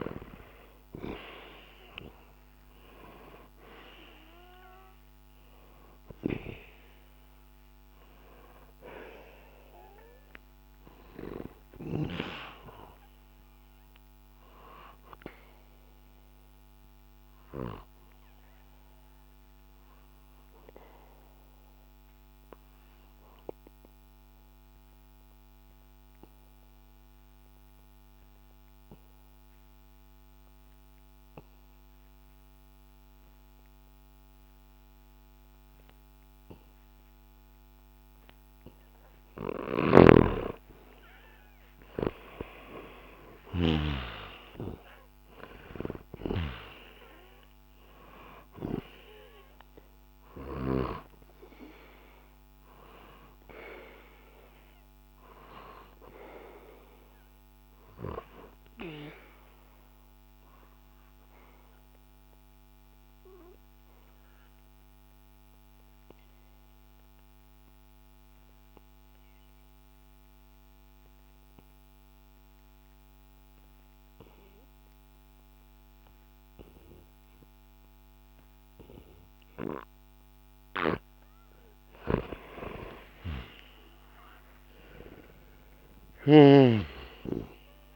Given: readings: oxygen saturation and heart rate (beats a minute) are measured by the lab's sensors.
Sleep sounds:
breathing in sleep by a microphone on the trachea; 2
0.00-2.50 s: arousal
0.00-21.50 s: oxygen desaturation (device-marked, oxygen 90% lowest, heart rate 62 extreme)
16.00-38.50 s: obstructive apnea (oxygen 97% before, 89% lowest, heart rate 66 before, 62 extreme, up 1 after)
39.50-44.00 s: snoring (device-marked)
40.50-45.00 s: arousal
43.50-69.50 s: oxygen desaturation (device-marked, oxygen 98% before, 89% lowest, heart rate 64 before, 63 extreme)
59.50-80.50 s: obstructive apnea (oxygen 98% before, 89% lowest, heart rate 65 before, 63 extreme, up 2 after)
82.00-86.50 s: arousal
85.50-87.96 s: oxygen desaturation (device-marked, oxygen 98% before, 92% lowest, heart rate 66 before, 65 extreme)
From the record:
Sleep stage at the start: N2 (light sleep); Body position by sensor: on the back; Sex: male

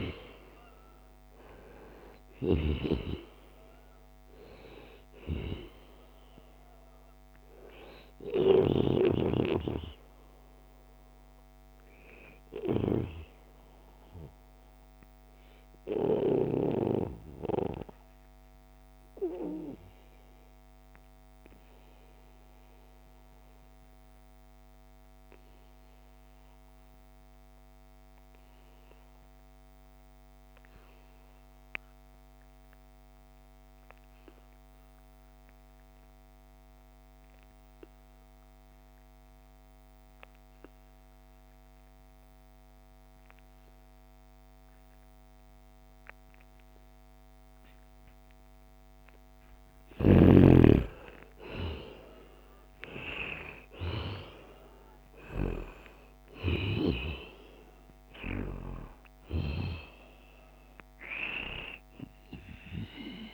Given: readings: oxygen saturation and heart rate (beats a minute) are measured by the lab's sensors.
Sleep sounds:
breathing in sleep by a microphone on the trachea; 1
0.00-17.00 s: oxygen desaturation (device-marked, oxygen 97% before, 93% lowest, heart rate 77 before, 69 extreme)
14.50-49.50 s: obstructive apnea (oxygen 97% before, 86% lowest, heart rate 80 before, 66 extreme, up 29 after)
17.50-19.50 s: long interval between heartbeats (device-marked, heart rate 79 before, 84 extreme)
36.00-63.34 s: oxygen desaturation (device-marked, oxygen 96% before, 86% lowest, heart rate 78 before, 66 extreme)
50.00-54.00 s: arousal
51.00-53.00 s: long interval between heartbeats (device-marked, heart rate 69 before, 77 extreme)
56.00-58.00 s: long interval between heartbeats (device-marked, heart rate 71 before, 87 extreme)
From the record:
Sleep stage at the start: N2 (light sleep); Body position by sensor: on the back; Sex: male

